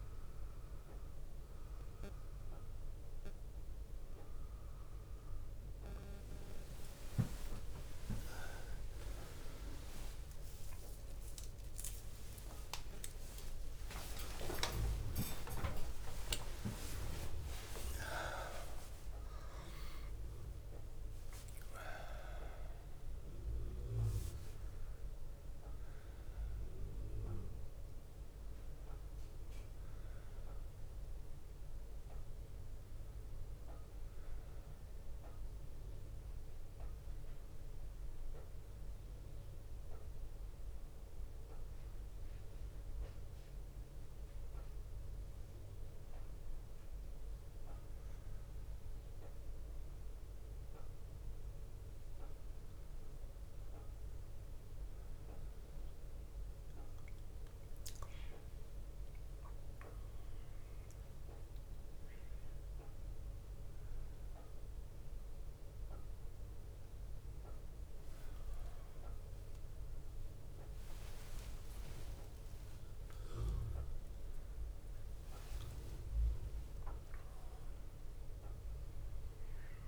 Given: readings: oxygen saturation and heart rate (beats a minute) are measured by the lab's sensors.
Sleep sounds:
a person partly awake in a sleep study, by a room microphone; 1
6.50-9.50 s: bradycardia (device-marked)
7.50 s: drop in pulse transit time (device-marked)
7.50-9.50 s: long interval between heartbeats (device-marked)
7.50-14.00 s: arousal
12.50-14.50 s: long interval between heartbeats (device-marked)
15.00-17.00 s: long interval between heartbeats (device-marked)
16.50-46.50 s: new sleep stage, N1 (lightest sleep)
17.50-37.50 s: bradycardia (device-marked)
19.50-20.50 s: drop in pulse transit time (device-marked, heart rate 31 before, 72 extreme)
38.00-48.00 s: central apnea (oxygen 95% before, 93% lowest)
46.50-76.50 s: new sleep stage, awake
76.50-79.87 s: new sleep stage, N1 (lightest sleep)
From the record:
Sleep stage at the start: N2 (light sleep); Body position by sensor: on the back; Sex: male

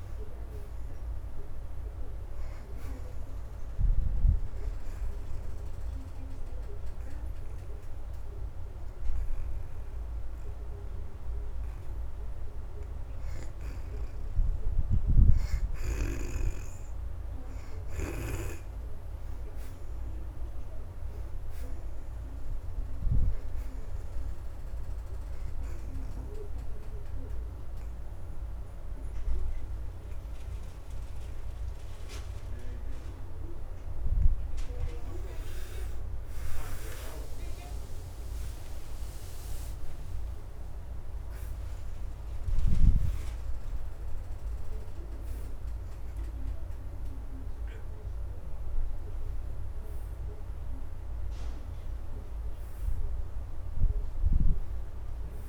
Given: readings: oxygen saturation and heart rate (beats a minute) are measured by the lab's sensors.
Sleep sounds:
breathing in sleep by a room microphone; 2
0.00-1.00 s: arousal
4.50-14.50 s: obstructive apnea (oxygen 78% before, 59% lowest, heart rate 82 before, 78 extreme, up 4 after)
5.50-22.50 s: oxygen desaturation (device-marked, oxygen 78% before, 62% lowest, heart rate 82 before, 78 extreme)
19.50-23.50 s: arousal
24.50-44.50 s: oxygen desaturation (device-marked, oxygen 74% before, 61% lowest, heart rate 84 before, 76 extreme)
26.00-36.00 s: obstructive apnea (oxygen 78% before, 59% lowest, heart rate 84 before, 78 extreme, up 27 after)
36.50-42.50 s: arousal
49.50-55.49 s: oxygen desaturation (device-marked, oxygen 75% before, 59% lowest, heart rate 89 before, 76 extreme)
From the record:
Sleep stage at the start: N2 (light sleep); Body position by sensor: on the back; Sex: female

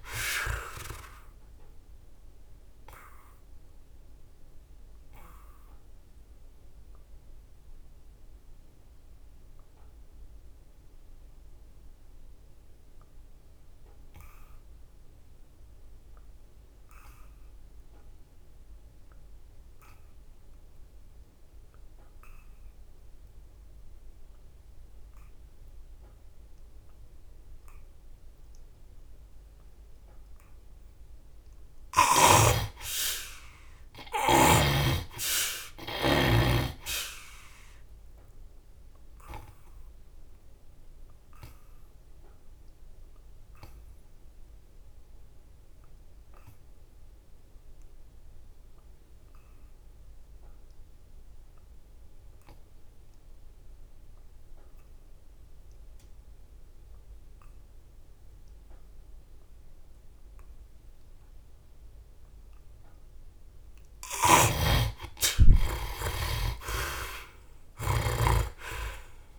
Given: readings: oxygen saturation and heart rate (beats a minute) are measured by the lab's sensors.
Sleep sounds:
breathing in sleep by a room microphone; 2
0.00-18.00 s: oxygen desaturation (device-marked, oxygen 56% lowest, heart rate 66 extreme)
2.00-30.00 s: obstructive apnea (oxygen 81% before, 56% lowest, heart rate 76 before, 66 extreme, up 16 after)
20.00-54.00 s: oxygen desaturation (device-marked, oxygen 97% before, 59% lowest, heart rate 77 before, 73 extreme)
32.00-36.00 s: arousal
39.00-63.00 s: obstructive apnea (oxygen 97% before, 57% lowest, heart rate 76 before, 67 extreme, up 9 after)
63.00-69.39 s: oxygen desaturation (device-marked, oxygen 84% before, 57% lowest, heart rate 76 before, 66 extreme)
66.00-69.39 s: arousal
66.00-69.39 s: snoring (device-marked)
From the record:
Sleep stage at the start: N2 (light sleep); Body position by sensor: on the back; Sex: male

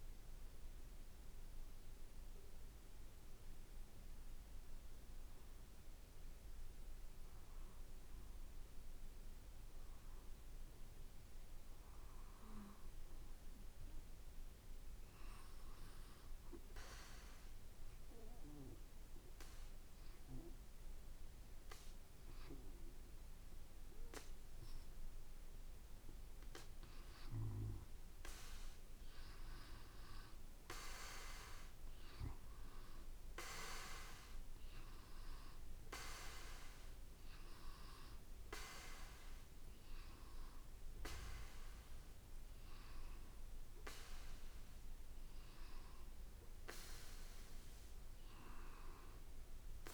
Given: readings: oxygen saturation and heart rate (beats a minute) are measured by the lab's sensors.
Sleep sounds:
breathing in sleep by a room microphone; 1
0.00-6.50 s: drop in pulse transit time (device-marked, heart rate 55 extreme)
0.50-25.00 s: hypopnea (oxygen 93% before, 89% lowest, heart rate 58 before, 54 extreme, up 2 after)
21.50-49.94 s: oxygen desaturation (device-marked, oxygen 96% before, 89% lowest, heart rate 56 before, 55 extreme)
25.50-29.00 s: arousal
From the record:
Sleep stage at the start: N2 (light sleep); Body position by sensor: on the back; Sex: male

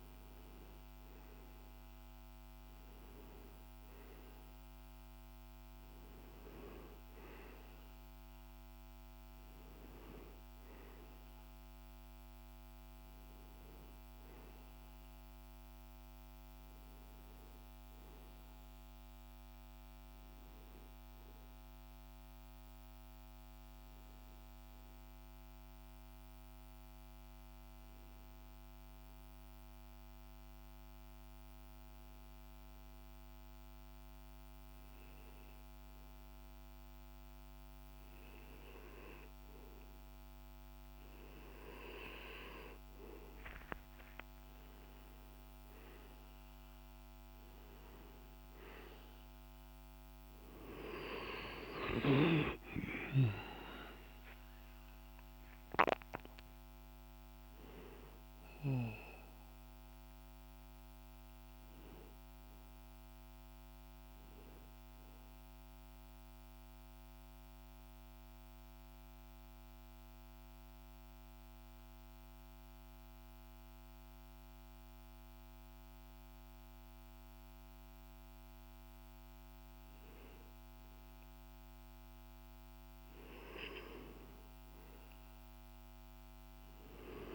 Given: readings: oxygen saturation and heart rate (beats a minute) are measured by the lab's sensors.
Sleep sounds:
breathing in sleep by a microphone on the trachea; 2
0.00-20.00 s: oxygen desaturation (device-marked, oxygen 93% lowest, heart rate 50 extreme)
3.00-87.35 s: new sleep stage, N2 (light sleep)
24.00-39.50 s: hypopnea (oxygen 97% before, 92% lowest, heart rate 51 before, 50 extreme, up 30 after)
41.00-74.00 s: oxygen desaturation (device-marked, oxygen 97% before, 93% lowest, heart rate 51 before, 51 extreme)
42.50-47.00 s: arousal
65.50-78.00 s: mixed apnea (oxygen 97% before, 92% lowest, heart rate 63 before, 51 extreme, up 2 after)
80.50-84.50 s: arousal
85.00-87.35 s: oxygen desaturation (device-marked, oxygen 99% before, 92% lowest, heart rate 53 before, 49 extreme)
From the record:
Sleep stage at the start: N1 (lightest sleep); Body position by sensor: on the back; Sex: male

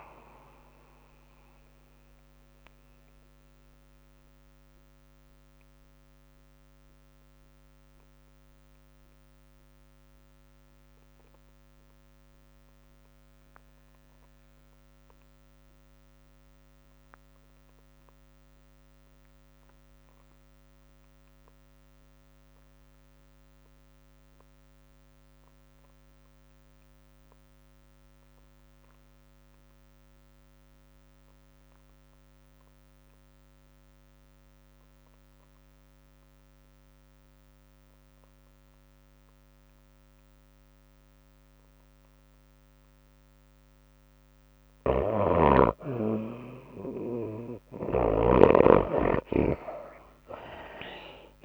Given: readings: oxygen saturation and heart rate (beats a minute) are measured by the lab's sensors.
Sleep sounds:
breathing in sleep by a microphone on the trachea; 1
0.00-9.50 s: drop in pulse transit time (device-marked, heart rate 107 extreme)
0.00-12.50 s: oxygen desaturation (device-marked, oxygen 59% lowest, heart rate 88 extreme)
0.00-35.50 s: tachycardia (device-marked, heart rate 116 extreme)
1.50-44.50 s: mixed apnea (oxygen 86% before, 56% lowest, heart rate 99 before, 79 extreme)
14.50-51.45 s: oxygen desaturation (device-marked, oxygen 99% before, 56% lowest, heart rate 112 before, 79 extreme)
45.50-49.00 s: snoring (device-marked)
48.00-51.45 s: arousal
From the record:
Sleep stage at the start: N2 (light sleep); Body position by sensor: on the back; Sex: female

